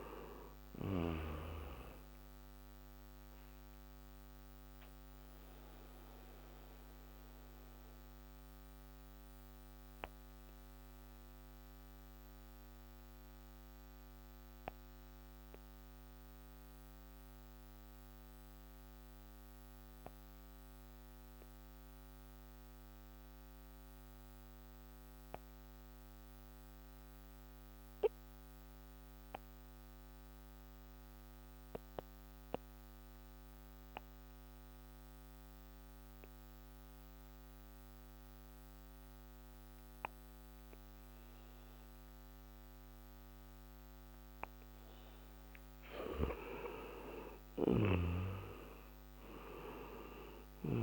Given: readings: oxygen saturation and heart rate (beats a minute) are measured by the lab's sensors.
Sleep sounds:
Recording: breathing in sleep by a microphone on the trachea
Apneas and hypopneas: 1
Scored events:
0.00-26.00 s: oxygen desaturation (device-marked, oxygen 85% lowest)
3.50-44.00 s: mixed apnea (oxygen 98% before, 85% lowest)
46.00-50.83 s: oxygen desaturation (device-marked, oxygen 97% before, 86% lowest)
47.50-50.83 s: arousal
From the record:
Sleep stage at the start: N2 (light sleep)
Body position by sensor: on the back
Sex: male

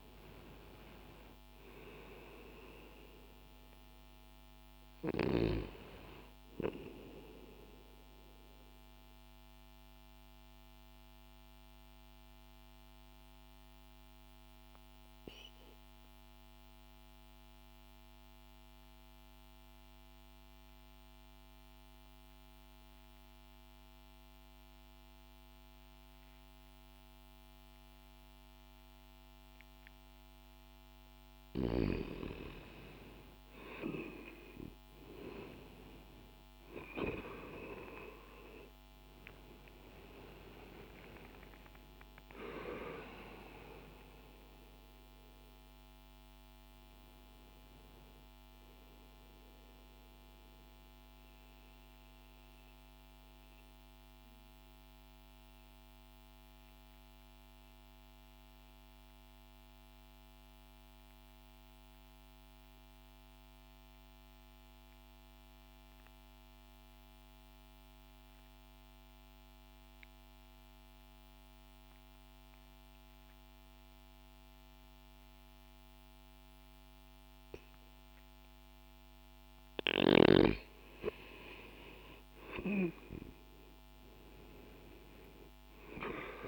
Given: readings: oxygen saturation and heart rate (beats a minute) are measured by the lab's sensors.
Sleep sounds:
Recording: breathing in sleep by a microphone on the trachea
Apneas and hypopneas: 2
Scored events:
0.00-27.00 s: oxygen desaturation (device-marked, oxygen 84% lowest, heart rate 60 extreme)
7.00-30.50 s: mixed apnea (oxygen 96% before, 84% lowest, heart rate 60 before, 60 extreme, up 0 after)
32.00-37.00 s: arousal
33.00-46.00 s: oxygen desaturation (device-marked, oxygen 96% before, 91% lowest, heart rate 60 before, 60 extreme)
50.00-79.00 s: mixed apnea (oxygen 96% before, 82% lowest, heart rate 60 before, 60 extreme, up 0 after)
78.00-86.48 s: oxygen desaturation (device-marked, oxygen 97% before, 82% lowest, heart rate 60 before, 60 extreme)
82.00-86.48 s: arousal
From the record:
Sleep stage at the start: N2 (light sleep)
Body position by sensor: on the back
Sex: male

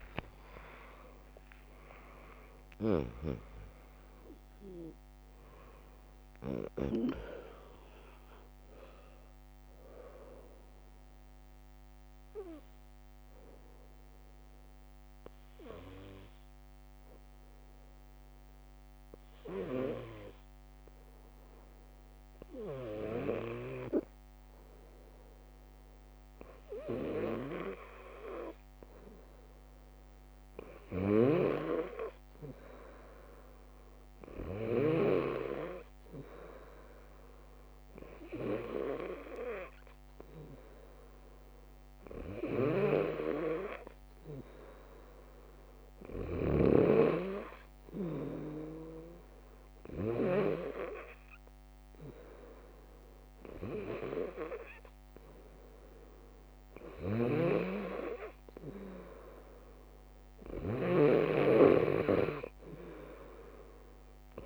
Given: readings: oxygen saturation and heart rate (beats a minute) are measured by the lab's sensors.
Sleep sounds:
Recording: breathing in sleep by a microphone on the trachea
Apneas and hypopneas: 1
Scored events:
2.00-7.00 s: arousal
2.50-16.50 s: drop in pulse transit time (device-marked, heart rate 61 before, 70 extreme)
12.00-27.00 s: hypopnea (oxygen 99% before, 96% lowest, heart rate 71 before, 57 extreme, up 2 after)
22.50-40.50 s: bradycardia (device-marked, heart rate 72 before, 57 extreme)
29.50-33.00 s: arousal
42.00-46.50 s: snoring (device-marked)
56.50-64.46 s: snoring (device-marked)
From the record:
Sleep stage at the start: N2 (light sleep)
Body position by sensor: on the left side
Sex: female

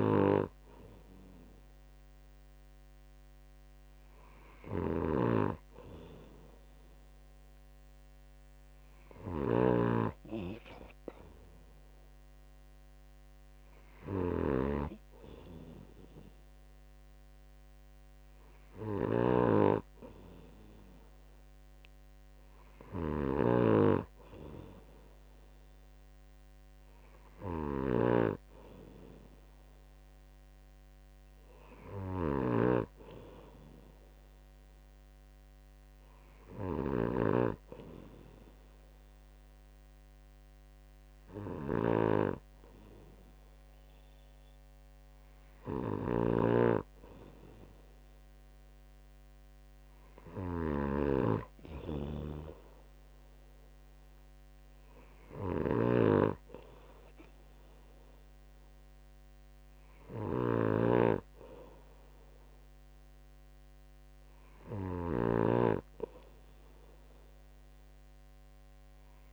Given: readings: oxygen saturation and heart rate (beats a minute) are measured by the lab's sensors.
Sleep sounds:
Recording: breathing in sleep by a microphone on the trachea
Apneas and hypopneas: none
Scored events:
0.00-69.33 s: snoring (device-marked)
From the record:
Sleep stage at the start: N2 (light sleep)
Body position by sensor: on the right side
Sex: male

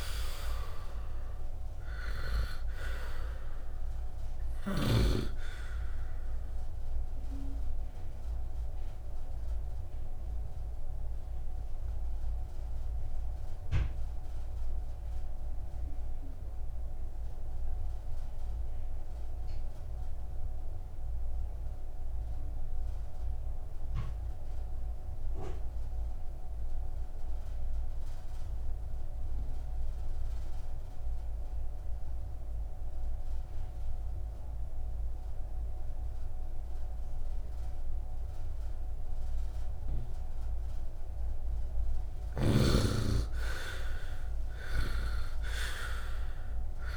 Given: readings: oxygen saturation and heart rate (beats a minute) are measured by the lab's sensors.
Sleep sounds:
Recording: breathing in sleep by a room microphone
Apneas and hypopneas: 1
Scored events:
0.00-1.50 s: arousal
0.00-36.00 s: oxygen desaturation (device-marked, oxygen 79% lowest, heart rate 49 extreme)
7.50-41.50 s: obstructive apnea (oxygen 98% before, 73% lowest, heart rate 59 before, 49 extreme, up 9 after)
38.00-46.97 s: oxygen desaturation (device-marked, oxygen 96% before, 73% lowest, heart rate 63 before, 50 extreme)
43.00-46.97 s: arousal
From the record:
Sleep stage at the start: N2 (light sleep)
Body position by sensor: on the right side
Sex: male

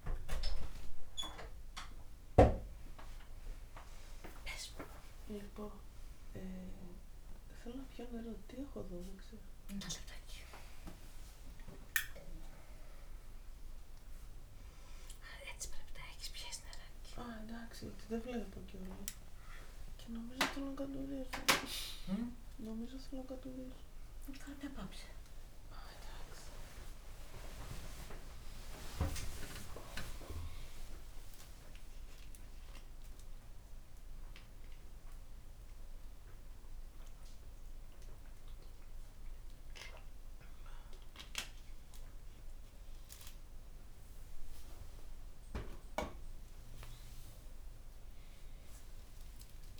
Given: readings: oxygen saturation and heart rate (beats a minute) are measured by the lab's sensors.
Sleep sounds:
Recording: a person awake in a sleep study, by a room microphone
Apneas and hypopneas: none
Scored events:
16.50-18.50 s: long interval between heartbeats (device-marked, heart rate 78 before, 84 extreme)
28.00-30.00 s: long interval between heartbeats (device-marked, heart rate 80 before, 87 extreme)
30.00-32.00 s: long interval between heartbeats (device-marked, heart rate 81 before, 117 extreme)
42.00-44.00 s: long interval between heartbeats (device-marked, heart rate 92 before, 97 extreme)
46.50-48.50 s: long interval between heartbeats (device-marked, heart rate 97 before, 116 extreme)
From the record:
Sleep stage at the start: awake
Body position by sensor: on the right side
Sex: female

